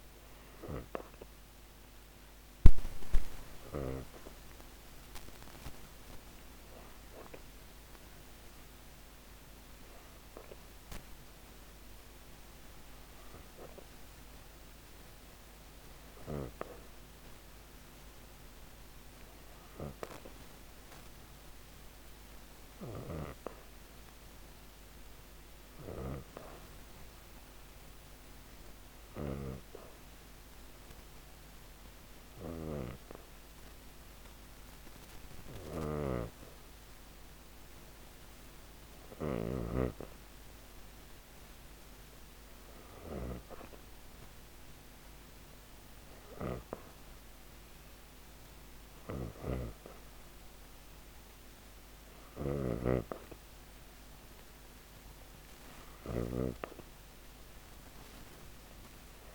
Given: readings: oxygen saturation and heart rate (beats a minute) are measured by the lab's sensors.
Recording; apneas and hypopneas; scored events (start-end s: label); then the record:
breathing in sleep by a microphone on the trachea; 1
24.00-37.50 s: obstructive apnea (oxygen 96% before, 92% lowest, heart rate 118 before, 107 extreme, up 23 after)
39.00-42.50 s: arousal
From the record:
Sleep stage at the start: N2 (light sleep); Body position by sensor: on the back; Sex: female